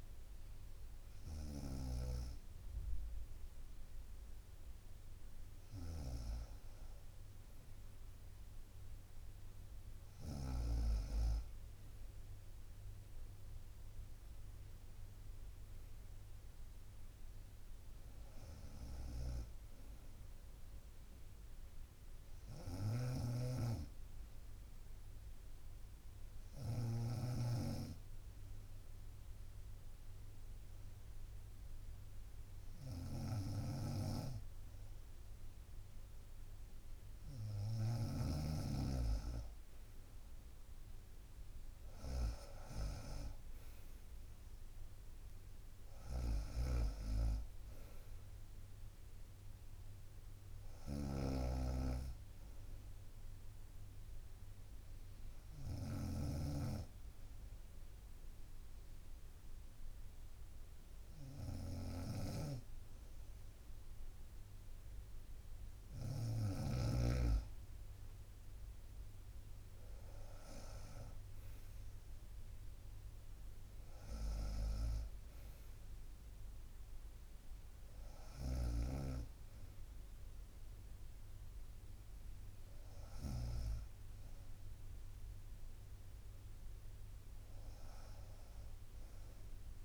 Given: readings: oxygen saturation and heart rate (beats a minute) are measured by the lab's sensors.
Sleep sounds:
breathing in sleep by a room microphone; 2
0.00-10.50 s: snoring (device-marked)
11.00-24.00 s: drop in pulse transit time (device-marked, heart rate 66 before, 64 extreme)
17.00-21.50 s: arousal
19.00-66.50 s: snoring (device-marked)
24.00-37.50 s: obstructive apnea (oxygen 96% before, 92% lowest, heart rate 66 before, 64 extreme, up 4 after)
39.50-43.00 s: arousal
52.00-65.00 s: obstructive apnea (oxygen 94% before, 93% lowest, heart rate 66 before, 64 extreme, up 5 after)
66.00-78.00 s: drop in pulse transit time (device-marked, heart rate 65 before, 65 extreme)
70.00-73.50 s: arousal
78.50-83.50 s: snoring (device-marked)
From the record:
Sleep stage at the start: N2 (light sleep); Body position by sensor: on the right side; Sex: female

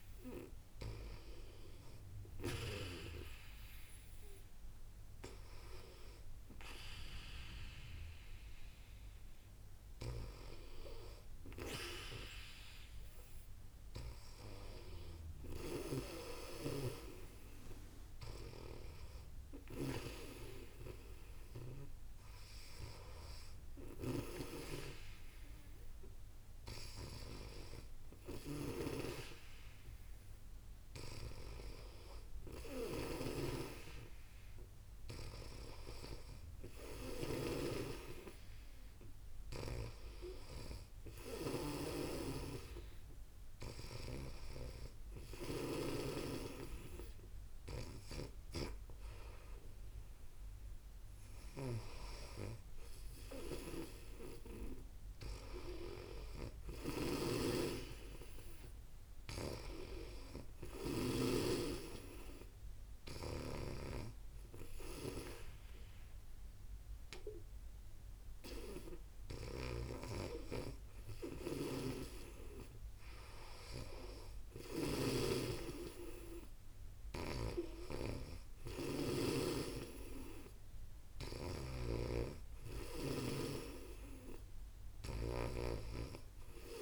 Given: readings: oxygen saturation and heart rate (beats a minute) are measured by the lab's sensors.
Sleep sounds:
breathing in sleep by a room microphone; none
23.50-63.00 s: snoring (device-marked)
69.00-86.82 s: snoring (device-marked)
From the record:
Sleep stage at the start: N2 (light sleep); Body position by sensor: on the back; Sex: female

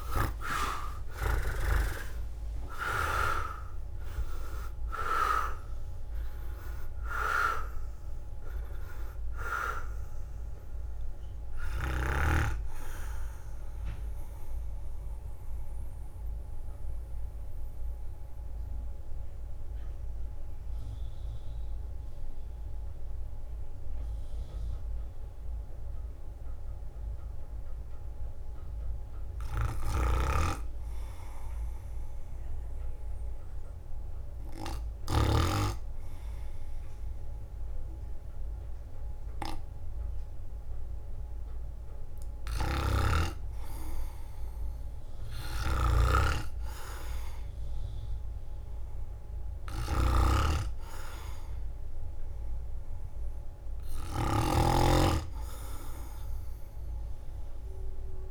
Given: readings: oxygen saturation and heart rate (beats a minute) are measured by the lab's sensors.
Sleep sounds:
breathing in sleep by a room microphone; 1
0.00-3.00 s: leg movement (device-marked)
0.00-3.50 s: arousal
0.00-36.00 s: oxygen desaturation (device-marked, oxygen 68% lowest, heart rate 53 extreme)
1.00-16.00 s: drop in pulse transit time (device-marked, heart rate 57 before, 58 extreme)
13.00-28.00 s: central apnea (oxygen 88% before, 68% lowest, heart rate 70 before, 54 extreme, up 7 after)
23.00-58.31 s: new sleep stage, N2 (light sleep)
36.00-41.50 s: arousal
37.00-58.31 s: drop in pulse transit time (device-marked, heart rate 56 before, 54 extreme)
42.00-54.50 s: snoring (device-marked)
From the record:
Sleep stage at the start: REM sleep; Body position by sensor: on the right side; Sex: male

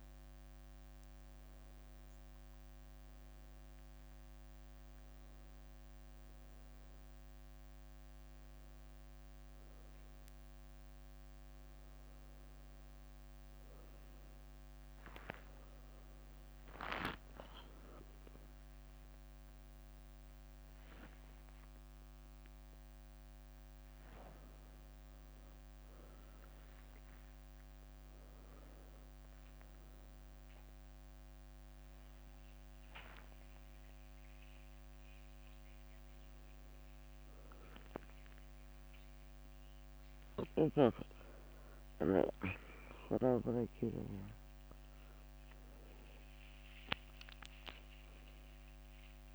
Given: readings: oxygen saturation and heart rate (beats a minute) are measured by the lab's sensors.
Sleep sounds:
a person awake in a sleep study, by a microphone on the trachea; none
15.50-19.00 s: leg movement (device-marked)
18.50-27.50 s: tachycardia (device-marked, heart rate 75 before, 146 extreme)
20.50-22.50 s: long interval between heartbeats (device-marked, heart rate 75 before, 97 extreme)
23.00-25.00 s: long interval between heartbeats (device-marked, heart rate 78 before, 129 extreme)
25.00-27.00 s: long interval between heartbeats (device-marked, heart rate 83 before, 145 extreme)
27.00-29.00 s: long interval between heartbeats (device-marked, heart rate 90 before, 126 extreme)
28.50-29.50 s: leg movement (device-marked)
37.00-43.50 s: leg movement (device-marked)
37.50-39.50 s: long interval between heartbeats (device-marked, heart rate 106 before, 85 extreme)
37.50-49.35 s: tachycardia (device-marked, heart rate 76 before, 196 extreme)
40.50-42.50 s: long interval between heartbeats (device-marked, heart rate 108 before, 106 extreme)
43.50-45.50 s: long interval between heartbeats (device-marked, heart rate 109 before, 139 extreme)
44.50-45.50 s: leg movement (device-marked)
47.00-49.35 s: leg movement (device-marked)
From the record:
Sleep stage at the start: awake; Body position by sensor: on the back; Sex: female

